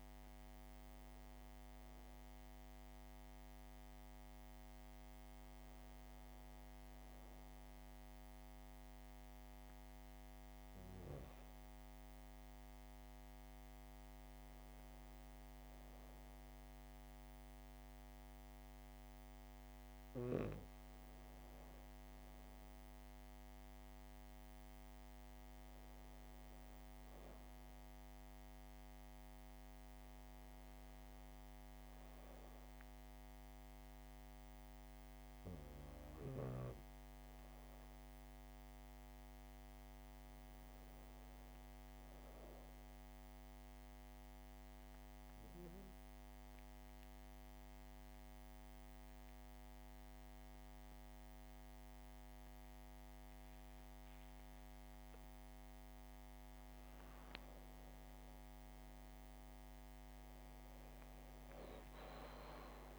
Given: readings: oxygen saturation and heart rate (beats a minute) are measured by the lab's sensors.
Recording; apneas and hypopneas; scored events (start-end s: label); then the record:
breathing in sleep, hard to hear, by a microphone on the trachea; 1
2.00-6.00 s: arousal
33.00-37.50 s: arousal
43.50-56.50 s: obstructive apnea (oxygen 96% before, 91% lowest, heart rate 69 before, 69 extreme, up 6 after)
58.50-62.98 s: arousal
59.50-62.98 s: oxygen desaturation (device-marked, oxygen 96% before, 91% lowest, heart rate 70 before, 70 extreme)
From the record:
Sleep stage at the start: N2 (light sleep); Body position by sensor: on the back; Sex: female